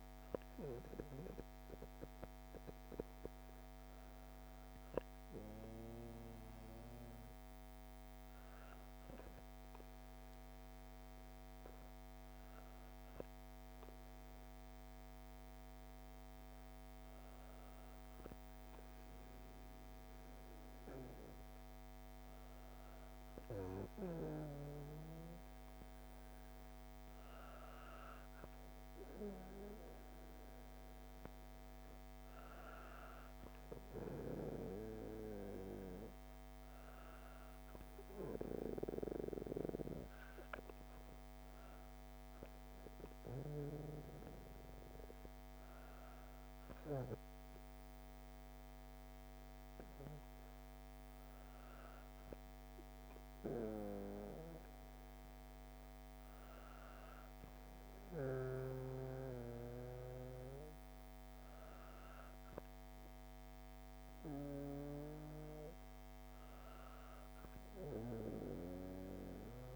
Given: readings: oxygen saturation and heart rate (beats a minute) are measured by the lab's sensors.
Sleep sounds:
breathing in sleep by a microphone on the trachea; none
none scored
From the record:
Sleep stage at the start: N2 (light sleep); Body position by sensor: on the back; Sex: female

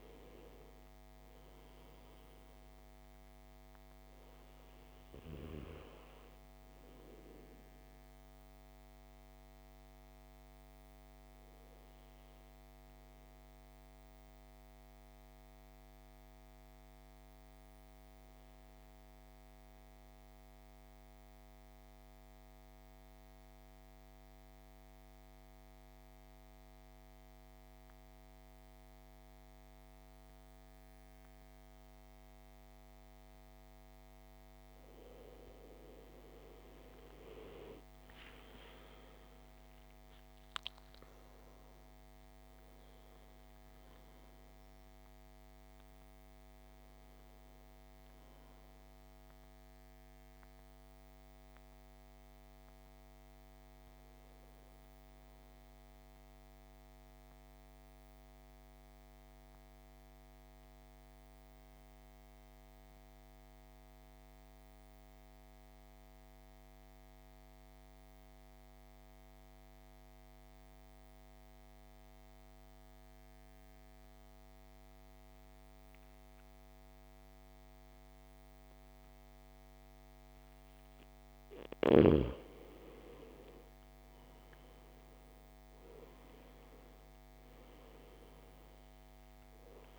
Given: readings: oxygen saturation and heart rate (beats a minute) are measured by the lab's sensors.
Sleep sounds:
breathing in sleep by a microphone on the trachea; 2
6.50-25.50 s: oxygen desaturation (device-marked, oxygen 99% before, 89% lowest, heart rate 57 before, 50 extreme)
7.50-33.50 s: obstructive apnea (oxygen 99% before, 87% lowest, heart rate 57 before, 50 extreme, up 17 after)
36.50-67.50 s: oxygen desaturation (device-marked, oxygen 99% before, 87% lowest, heart rate 53 before, 51 extreme)
37.50-41.00 s: arousal
57.00-81.00 s: mixed apnea (oxygen 99% before, 83% lowest, heart rate 62 before, 51 extreme, up 9 after)
80.50-89.99 s: oxygen desaturation (device-marked, oxygen 99% before, 83% lowest, heart rate 55 before, 53 extreme)
83.50-87.50 s: arousal
From the record:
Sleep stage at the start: N2 (light sleep); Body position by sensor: on the back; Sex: male

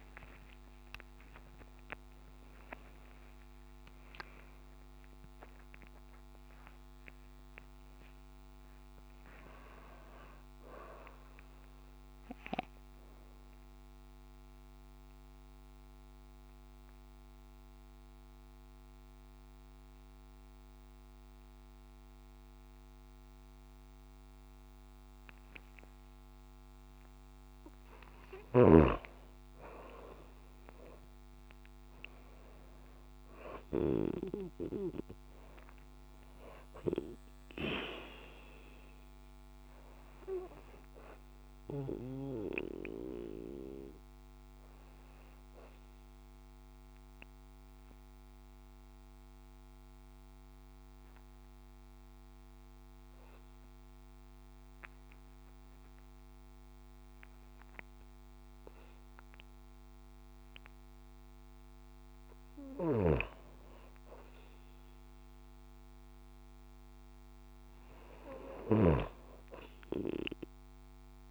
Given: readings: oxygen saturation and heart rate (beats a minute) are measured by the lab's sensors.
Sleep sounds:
breathing in sleep by a microphone on the trachea; 2
0.00-1.50 s: long interval between heartbeats (device-marked)
5.00-7.00 s: long interval between heartbeats (device-marked)
6.00-10.50 s: arousal
8.50-10.50 s: long interval between heartbeats (device-marked)
14.00-26.50 s: central apnea (oxygen 95% before, 93% lowest)
25.00-27.00 s: long interval between heartbeats (device-marked)
31.00-35.50 s: arousal
31.50-33.50 s: long interval between heartbeats (device-marked)
36.50-38.50 s: long interval between heartbeats (device-marked)
45.00-62.00 s: mixed apnea (oxygen 96% before, 93% lowest)
61.00-63.00 s: long interval between heartbeats (device-marked)
65.00-68.50 s: arousal
66.00-68.00 s: long interval between heartbeats (device-marked)
From the record:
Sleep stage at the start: N2 (light sleep); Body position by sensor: on the right side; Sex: female

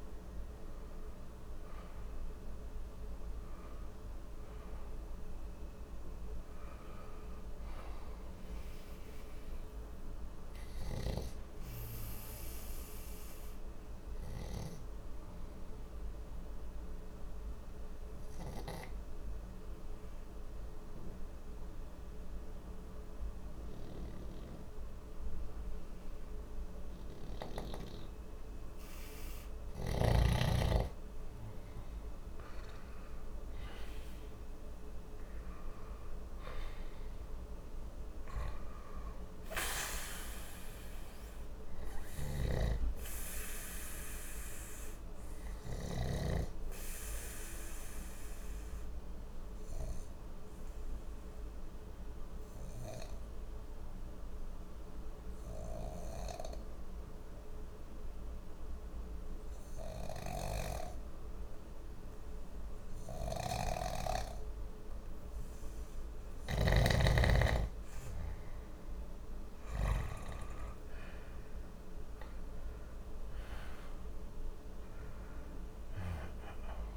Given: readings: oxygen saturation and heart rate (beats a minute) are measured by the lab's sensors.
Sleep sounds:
breathing in sleep by a room microphone; 2
0.00-1.00 s: arousal
10.00-29.00 s: obstructive apnea (oxygen 96% before, 92% lowest, heart rate 63 before, 59 extreme, up 3 after)
31.00-36.00 s: arousal
41.50-45.50 s: snoring (device-marked)
45.00-66.00 s: obstructive apnea (oxygen 97% before, 91% lowest, heart rate 61 before, 59 extreme, up 2 after)
63.00-66.50 s: snoring (device-marked)
69.00-73.50 s: arousal
73.50-76.97 s: oxygen desaturation (device-marked, oxygen 97% before, 93% lowest, heart rate 60 before, 60 extreme)
From the record:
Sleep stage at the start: N2 (light sleep); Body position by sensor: on the left side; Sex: male

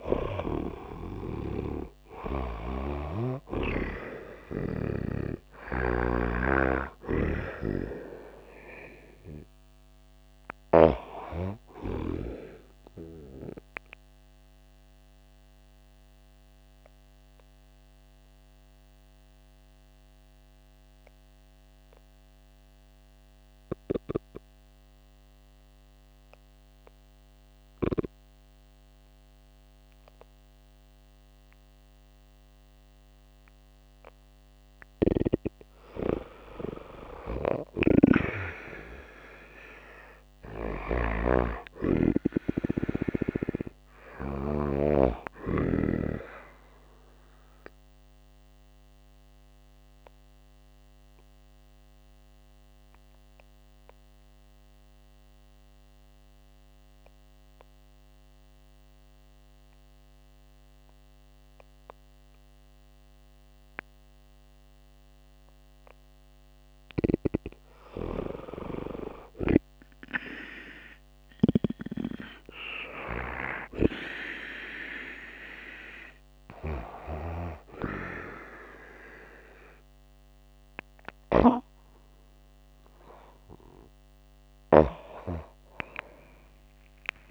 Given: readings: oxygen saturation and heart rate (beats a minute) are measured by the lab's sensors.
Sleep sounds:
breathing in sleep by a microphone on the trachea; 2
0.00-2.00 s: snoring (device-marked)
0.00-4.00 s: arousal
6.50-10.50 s: snoring (device-marked)
13.50-34.00 s: obstructive apnea (oxygen 95% before, 90% lowest, heart rate 118 before, 52 extreme, up 56 after)
34.00-46.00 s: oxygen desaturation (device-marked, oxygen 95% before, 90% lowest, heart rate 75 before, 52 extreme)
36.00-39.50 s: arousal
37.00-40.50 s: snoring (device-marked)
47.50-66.50 s: obstructive apnea (oxygen 95% before, 91% lowest, heart rate 86 before, 52 extreme, up 43 after)
66.50-77.00 s: snoring (device-marked)
68.00-72.00 s: arousal
73.00-87.31 s: oxygen desaturation (device-marked, oxygen 96% before, 91% lowest, heart rate 73 before, 53 extreme)
85.50-87.31 s: arousal
From the record:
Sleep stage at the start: N2 (light sleep); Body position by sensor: on the back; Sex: female

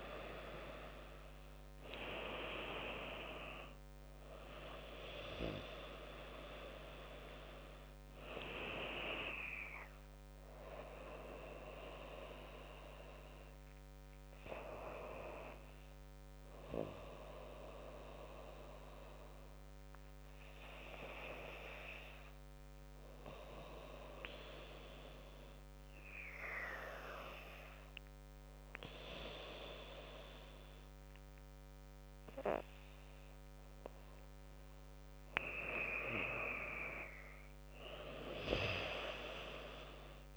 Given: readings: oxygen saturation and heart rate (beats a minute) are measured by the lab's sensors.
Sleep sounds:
breathing in sleep by a microphone on the trachea; 1
12.00-16.00 s: arousal
22.50-34.00 s: obstructive apnea (oxygen 100% before, 94% lowest, heart rate 80 before, 76 extreme, up 11 after)
36.50-39.50 s: arousal
From the record:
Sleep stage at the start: N2 (light sleep); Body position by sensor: on the back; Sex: female

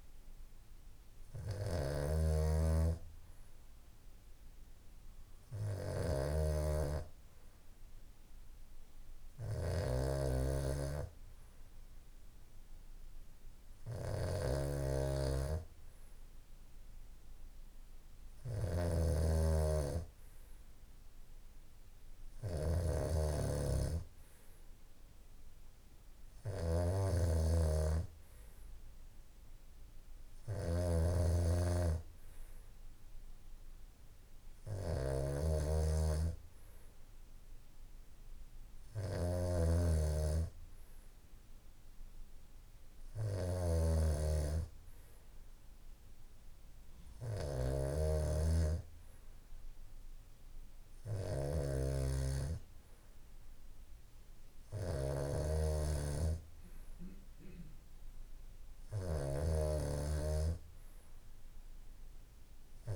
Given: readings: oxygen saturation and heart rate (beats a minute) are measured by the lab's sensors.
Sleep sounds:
breathing in sleep by a room microphone; none
0.00-62.96 s: snoring (device-marked)
From the record:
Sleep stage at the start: N2 (light sleep); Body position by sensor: on the back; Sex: male

